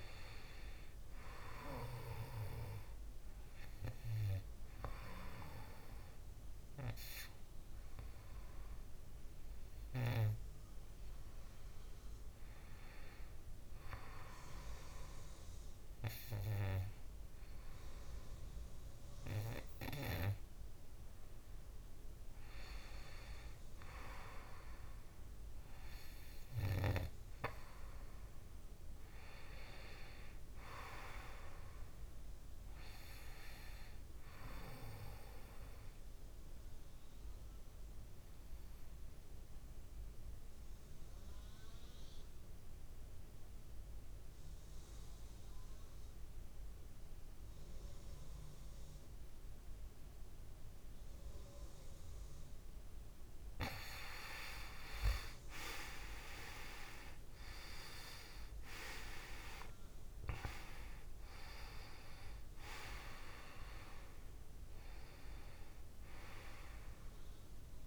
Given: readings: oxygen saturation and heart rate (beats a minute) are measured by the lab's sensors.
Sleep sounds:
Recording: breathing in sleep by a room microphone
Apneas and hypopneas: 2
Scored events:
0.00-12.00 s: oxygen desaturation (device-marked, oxygen 93% lowest, heart rate 58 extreme)
7.50-20.50 s: hypopnea (oxygen 96% before, 91% lowest, heart rate 61 before, 58 extreme, up 1 after)
23.00-27.00 s: arousal
36.00-53.00 s: obstructive apnea (oxygen 96% before, 91% lowest, heart rate 60 before, 53 extreme, up 5 after)
52.00-67.87 s: oxygen desaturation (device-marked, oxygen 96% before, 91% lowest, heart rate 62 before, 53 extreme)
57.50-62.50 s: arousal
From the record:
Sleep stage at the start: N2 (light sleep)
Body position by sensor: on the back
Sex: male

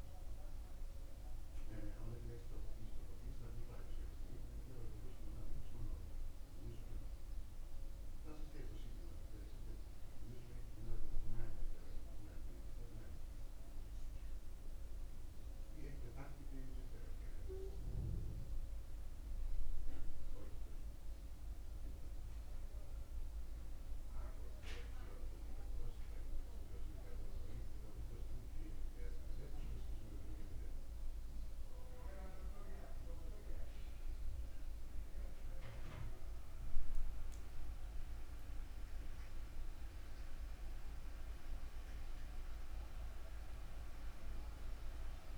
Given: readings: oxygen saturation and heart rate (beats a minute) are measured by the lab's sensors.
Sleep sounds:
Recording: a person awake in a sleep study, by a room microphone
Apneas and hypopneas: none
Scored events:
none scored
From the record:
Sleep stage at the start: awake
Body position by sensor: on the back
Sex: male

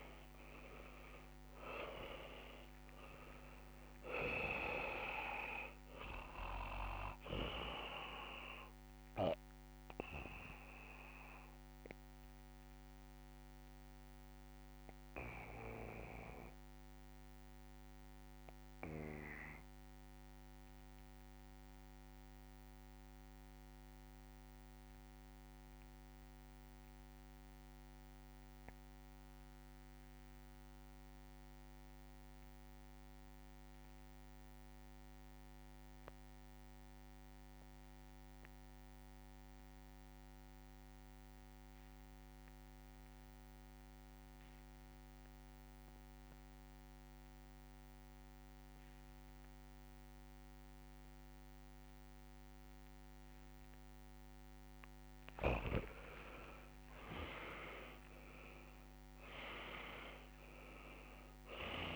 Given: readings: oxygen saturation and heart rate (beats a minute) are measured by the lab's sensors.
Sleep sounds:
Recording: breathing in sleep by a microphone on the trachea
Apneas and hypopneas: 1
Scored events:
0.00-2.00 s: arousal
0.00-2.00 s: long interval between heartbeats (device-marked, heart rate 70 before, 92 extreme)
0.00-27.00 s: oxygen desaturation (device-marked, oxygen 78% lowest, heart rate 62 extreme)
11.50-54.50 s: obstructive apnea (oxygen 95% before, 74% lowest, heart rate 79 before, 62 extreme, up 10 after)
45.00-61.96 s: oxygen desaturation (device-marked, oxygen 97% before, 74% lowest, heart rate 66 before, 63 extreme)
55.50-60.00 s: arousal
58.00-60.00 s: long interval between heartbeats (device-marked, heart rate 66 before, 64 extreme)
From the record:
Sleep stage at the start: REM sleep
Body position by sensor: on the back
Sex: male

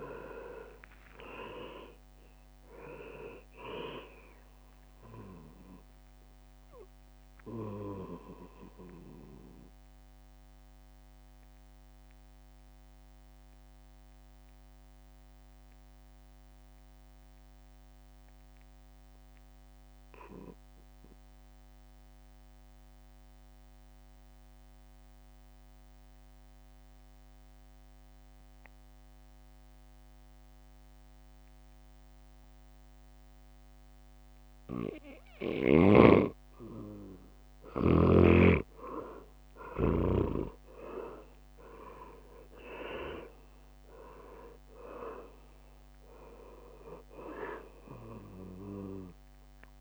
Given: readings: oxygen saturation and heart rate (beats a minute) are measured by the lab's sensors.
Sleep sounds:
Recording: breathing in sleep by a microphone on the trachea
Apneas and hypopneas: 1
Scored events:
0.00-8.50 s: drop in pulse transit time (device-marked, heart rate 66 extreme)
0.00-15.50 s: oxygen desaturation (device-marked, oxygen 90% lowest, heart rate 60 extreme)
7.50-36.00 s: obstructive apnea (oxygen 99% before, 89% lowest, heart rate 70 before, 60 extreme, up 12 after)
29.50-49.81 s: oxygen desaturation (device-marked, oxygen 99% before, 89% lowest, heart rate 61 before, 60 extreme)
36.00-39.50 s: leg movement (device-marked)
38.50-42.50 s: arousal
38.50-49.81 s: drop in pulse transit time (device-marked, heart rate 62 before, 66 extreme)
From the record:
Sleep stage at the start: N2 (light sleep)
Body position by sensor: on the back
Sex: male

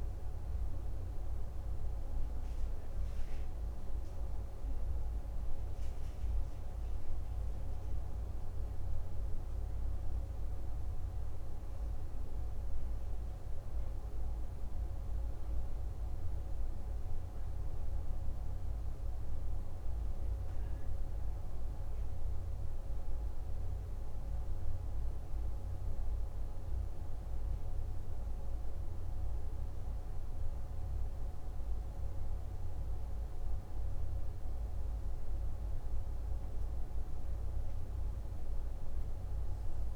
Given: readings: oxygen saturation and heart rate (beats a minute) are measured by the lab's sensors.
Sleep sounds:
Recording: breathing in sleep, hard to hear, by a room microphone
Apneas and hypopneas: none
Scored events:
none scored
From the record:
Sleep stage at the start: N2 (light sleep)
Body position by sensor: on the right side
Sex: male

